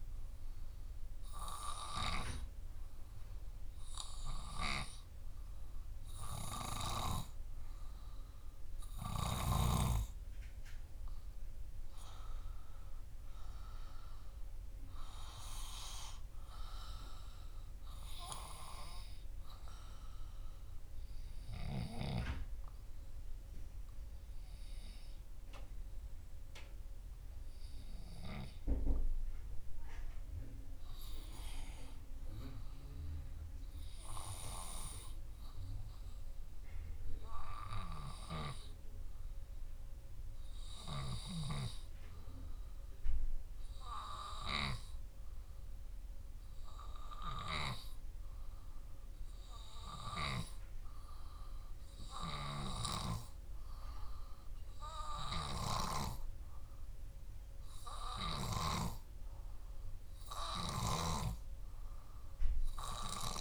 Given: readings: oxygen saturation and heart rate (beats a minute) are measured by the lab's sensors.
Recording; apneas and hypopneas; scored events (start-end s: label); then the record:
breathing in sleep by a room microphone; none
none scored
From the record:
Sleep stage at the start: N2 (light sleep); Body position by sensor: on the back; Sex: male